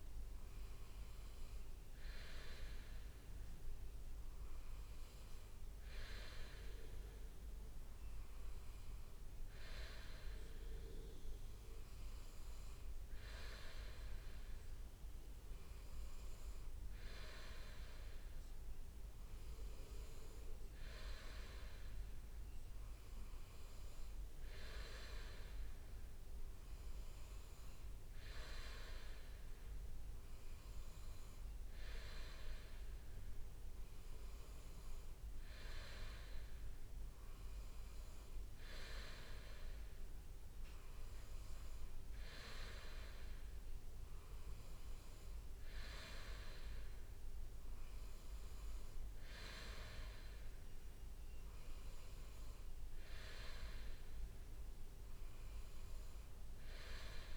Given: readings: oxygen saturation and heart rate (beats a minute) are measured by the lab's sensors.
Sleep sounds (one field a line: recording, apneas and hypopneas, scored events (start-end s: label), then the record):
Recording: breathing in sleep by a room microphone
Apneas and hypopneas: none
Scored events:
0.00-1.50 s: leg movement (device-marked)
5.00-6.00 s: leg movement (device-marked)
15.00-21.00 s: leg movement (device-marked)
26.50-28.00 s: leg movement (device-marked)
33.50-42.00 s: leg movement (device-marked)
48.00-49.50 s: leg movement (device-marked)
54.50-57.37 s: leg movement (device-marked)
From the record:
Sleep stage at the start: N2 (light sleep)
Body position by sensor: on the right side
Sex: male